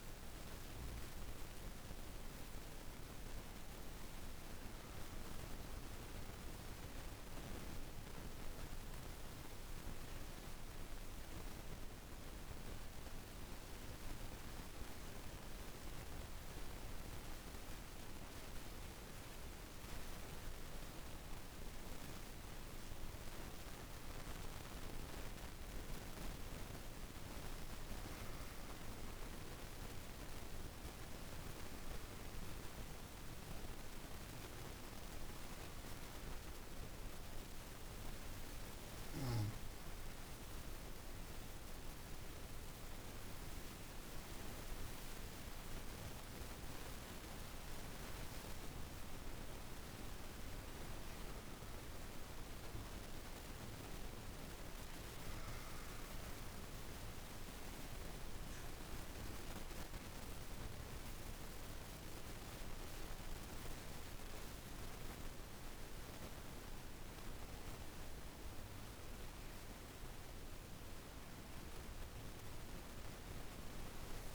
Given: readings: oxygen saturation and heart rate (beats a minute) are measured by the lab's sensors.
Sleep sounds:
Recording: breathing in sleep, hard to hear, by a room microphone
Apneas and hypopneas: 3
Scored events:
0.00-3.00 s: oxygen desaturation (device-marked, oxygen 91% lowest, heart rate 49 extreme)
0.00-3.50 s: arousal
5.00-17.50 s: obstructive apnea (oxygen 99% before, 91% lowest, heart rate 54 before, 50 extreme, up 4 after)
19.00-23.50 s: arousal
23.00-38.00 s: oxygen desaturation (device-marked, oxygen 99% before, 93% lowest, heart rate 52 before, 50 extreme)
29.00-40.50 s: obstructive apnea (oxygen 99% before, 91% lowest, heart rate 52 before, 51 extreme, up 4 after)
41.00-46.50 s: arousal
46.00-64.00 s: oxygen desaturation (device-marked, oxygen 95% before, 91% lowest, heart rate 52 before, 51 extreme)
56.00-69.50 s: obstructive apnea (oxygen 96% before, 91% lowest, heart rate 53 before, 51 extreme)
From the record:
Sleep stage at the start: N2 (light sleep)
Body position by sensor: on the back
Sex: female

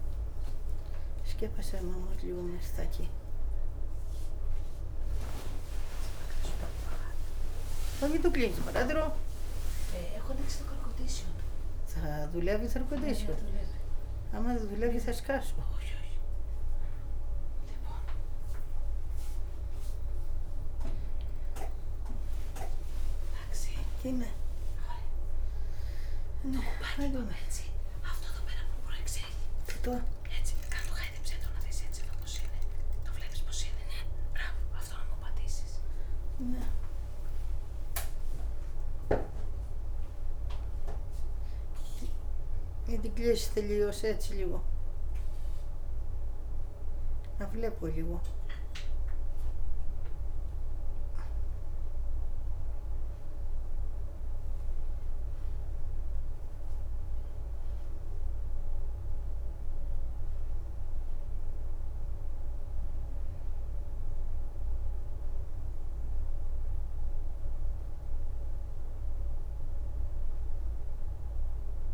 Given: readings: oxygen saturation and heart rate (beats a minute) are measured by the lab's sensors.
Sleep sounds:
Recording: a person awake in a sleep study, by a room microphone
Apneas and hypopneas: none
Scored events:
1.50-11.00 s: leg movement (device-marked)
8.00-12.50 s: snoring (device-marked)
12.00-16.50 s: leg movement (device-marked)
18.00-19.00 s: leg movement (device-marked)
21.50-27.50 s: leg movement (device-marked)
35.50-38.00 s: leg movement (device-marked)
39.00-44.00 s: leg movement (device-marked)
44.00-48.00 s: snoring (device-marked)
44.50-47.50 s: leg movement (device-marked)
48.00-49.50 s: leg movement (device-marked)
51.50-58.00 s: leg movement (device-marked)
From the record:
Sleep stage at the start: awake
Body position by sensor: on the back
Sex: female

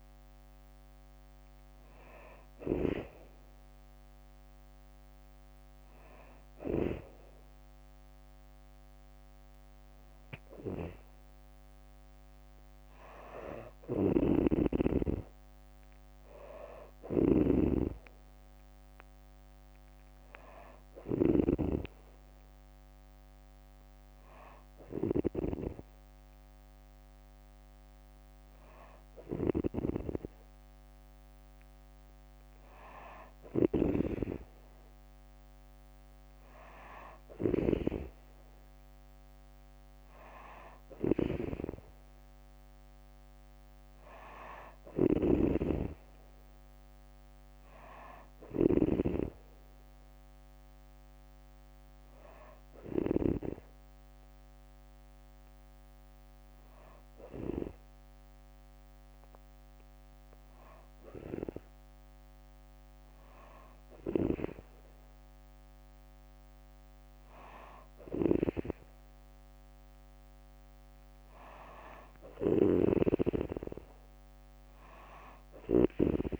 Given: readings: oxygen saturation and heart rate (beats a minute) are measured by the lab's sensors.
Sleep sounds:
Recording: breathing in sleep by a microphone on the trachea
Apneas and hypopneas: none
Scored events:
10.00-24.00 s: drop in pulse transit time (device-marked, heart rate 63 before, 65 extreme)
10.50-13.50 s: arousal
13.50-53.00 s: snoring (device-marked)
63.50-76.39 s: snoring (device-marked)
From the record:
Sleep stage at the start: N2 (light sleep)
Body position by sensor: on the back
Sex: female

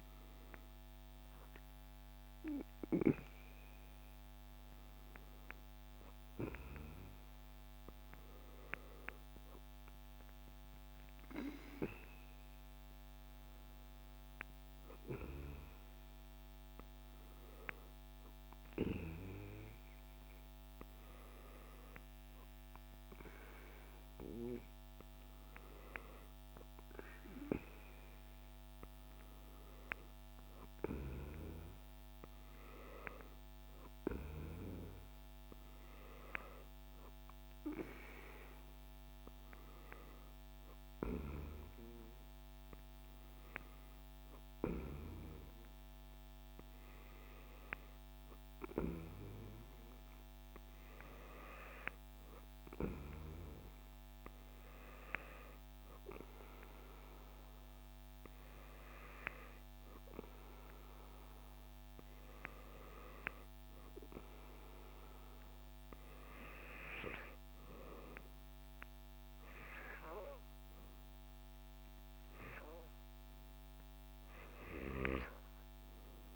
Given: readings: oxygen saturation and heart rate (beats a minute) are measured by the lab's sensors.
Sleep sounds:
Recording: breathing in sleep by a microphone on the trachea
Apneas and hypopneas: 1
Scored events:
57.00-71.50 s: hypopnea (oxygen 98% before, 95% lowest, heart rate 74 before, 69 extreme, up 6 after)
73.00-75.50 s: arousal
From the record:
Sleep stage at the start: N2 (light sleep)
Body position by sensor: on the back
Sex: male

